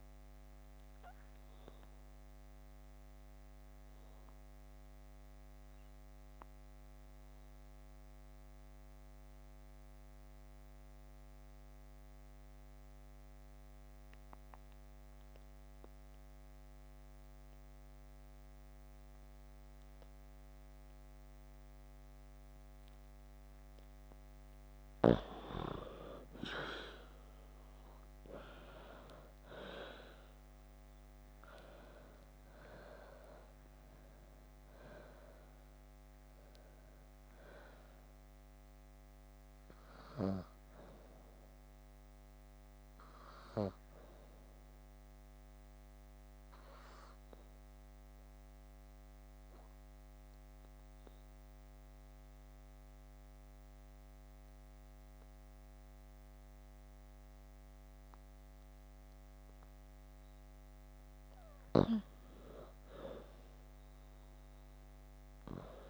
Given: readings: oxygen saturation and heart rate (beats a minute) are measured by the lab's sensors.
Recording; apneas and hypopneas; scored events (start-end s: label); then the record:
breathing in sleep by a microphone on the trachea; 2
0.50-23.50 s: obstructive apnea (oxygen 98% before, 88% lowest)
20.00-37.00 s: oxygen desaturation (device-marked, oxygen 96% before, 88% lowest, heart rate 39 before, 31 extreme)
26.00-30.50 s: arousal
46.50-61.50 s: obstructive apnea (oxygen 96% before, 88% lowest, heart rate 56 before, 52 extreme, up 21 after)
61.00-65.90 s: oxygen desaturation (device-marked, oxygen 95% before, 88% lowest, heart rate 54 before, 54 extreme)
63.50-65.90 s: arousal
From the record:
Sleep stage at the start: N2 (light sleep); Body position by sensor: on the back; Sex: female